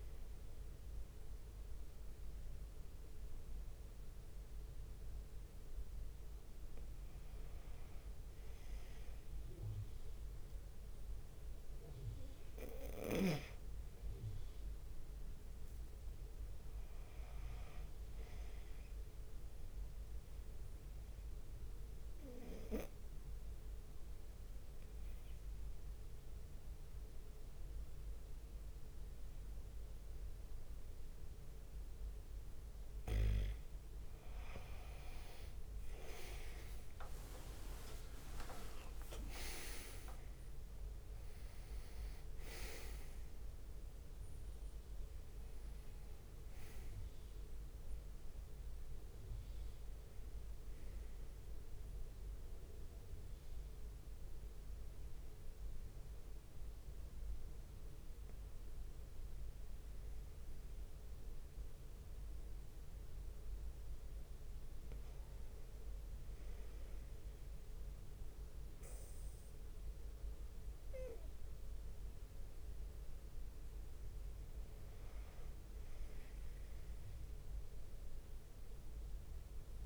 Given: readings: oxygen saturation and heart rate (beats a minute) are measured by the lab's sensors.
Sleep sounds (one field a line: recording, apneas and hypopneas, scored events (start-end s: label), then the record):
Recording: breathing in sleep by a room microphone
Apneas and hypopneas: 1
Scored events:
0.00-79.86 s: bradycardia (device-marked)
2.50-4.50 s: long interval between heartbeats (device-marked)
5.00-6.50 s: leg movement (device-marked)
9.00-19.50 s: leg movement (device-marked)
11.50-13.50 s: long interval between heartbeats (device-marked)
15.00-18.50 s: arousal
20.50-32.00 s: obstructive apnea (oxygen 96% before, 92% lowest)
23.00-25.00 s: long interval between heartbeats (device-marked)
30.00-32.00 s: long interval between heartbeats (device-marked)
34.50-39.00 s: arousal
36.50-38.50 s: long interval between heartbeats (device-marked)
36.50-42.50 s: leg movement (device-marked)
40.00-62.00 s: oxygen desaturation (device-marked, oxygen 95% before, 92% lowest)
42.00-44.00 s: long interval between heartbeats (device-marked)
47.50-49.50 s: long interval between heartbeats (device-marked)
53.00-55.00 s: long interval between heartbeats (device-marked)
56.00-58.00 s: leg movement (device-marked)
58.50-60.50 s: long interval between heartbeats (device-marked)
65.50-67.50 s: long interval between heartbeats (device-marked)
71.50-73.50 s: long interval between heartbeats (device-marked)
77.00-79.00 s: long interval between heartbeats (device-marked)
77.00-79.86 s: drop in pulse transit time (device-marked)
From the record:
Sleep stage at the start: N2 (light sleep)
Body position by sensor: on the right side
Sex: male